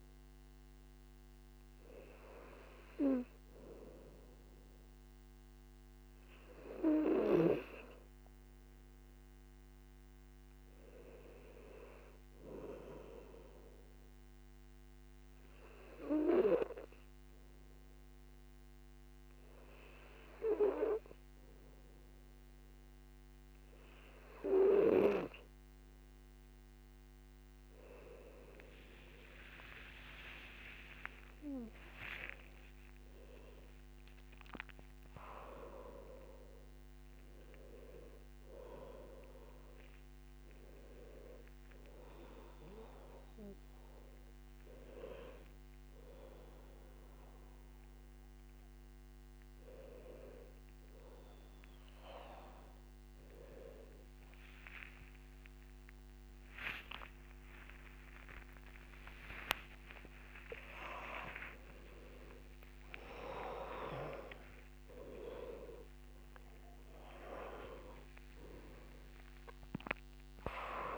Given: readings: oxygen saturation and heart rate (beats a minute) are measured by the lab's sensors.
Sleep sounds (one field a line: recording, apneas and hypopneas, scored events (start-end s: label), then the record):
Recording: a person partly awake in a sleep study, by a microphone on the trachea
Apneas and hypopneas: 1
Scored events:
15.50-29.00 s: hypopnea (oxygen 99% before, 95% lowest, heart rate 61 before, 63 extreme, up 20 after)
41.00-70.98 s: new sleep stage, awake
49.00-56.00 s: oxygen desaturation (device-marked, oxygen 98% before, 95% lowest, heart rate 82 before, 89 extreme)
57.50-59.50 s: long interval between heartbeats (device-marked, heart rate 88 before, 101 extreme)
From the record:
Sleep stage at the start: N2 (light sleep)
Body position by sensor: on the back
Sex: male